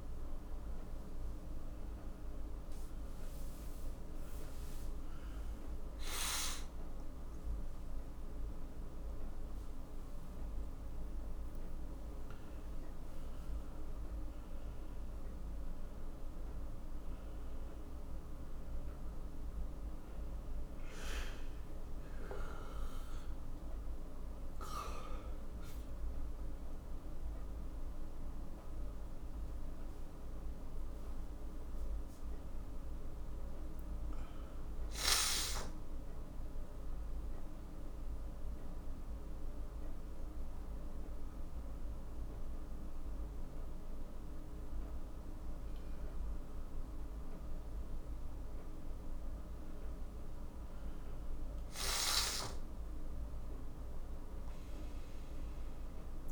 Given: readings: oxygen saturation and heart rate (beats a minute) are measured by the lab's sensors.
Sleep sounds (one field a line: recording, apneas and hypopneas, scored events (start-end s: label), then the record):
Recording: a person awake in a sleep study, by a room microphone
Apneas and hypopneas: none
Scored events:
none scored
From the record:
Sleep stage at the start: awake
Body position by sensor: on the right side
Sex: male